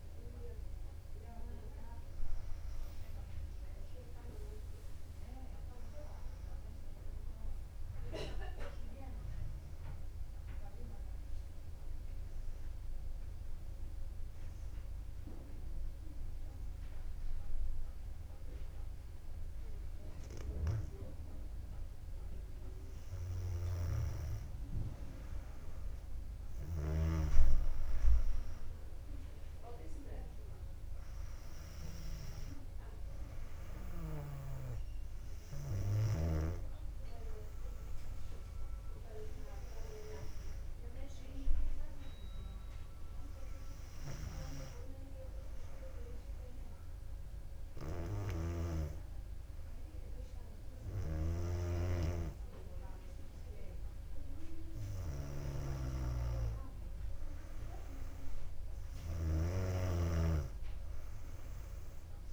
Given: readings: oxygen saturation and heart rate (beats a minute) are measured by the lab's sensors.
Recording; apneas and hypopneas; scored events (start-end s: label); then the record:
breathing in sleep by a room microphone; 2
0.00-3.00 s: arousal
14.50-24.50 s: mixed apnea (oxygen 98% before, 95% lowest, heart rate 60 before, 56 extreme, up 4 after)
27.50-31.50 s: arousal
32.50-46.50 s: oxygen desaturation (device-marked, oxygen 99% before, 95% lowest, heart rate 57 before, 56 extreme)
43.00-56.00 s: hypopnea (oxygen 99% before, 95% lowest, heart rate 58 before, 55 extreme, up 2 after)
48.00-59.50 s: snoring (device-marked)
58.50-62.33 s: arousal
From the record:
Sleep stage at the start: N2 (light sleep); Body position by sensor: on the back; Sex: female